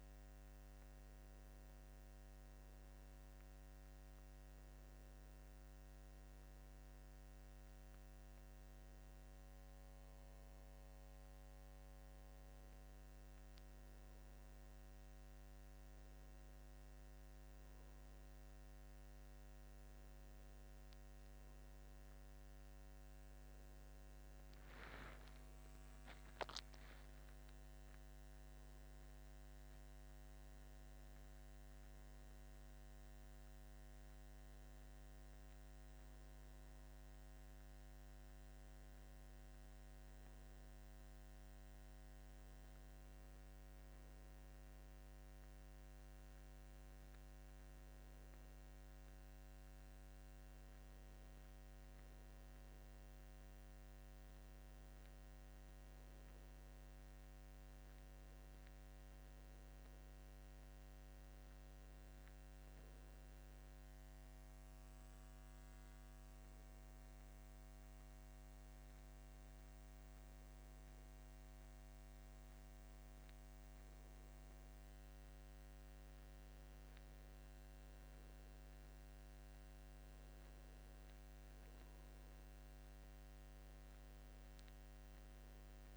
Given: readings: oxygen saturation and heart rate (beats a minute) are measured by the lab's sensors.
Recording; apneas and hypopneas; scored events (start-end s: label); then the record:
breathing in sleep, hard to hear, by a microphone on the trachea; none
0.00-14.00 s: oxygen desaturation (device-marked, oxygen 93% lowest, heart rate 80 extreme)
From the record:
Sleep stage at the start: N2 (light sleep); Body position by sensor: on the back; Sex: male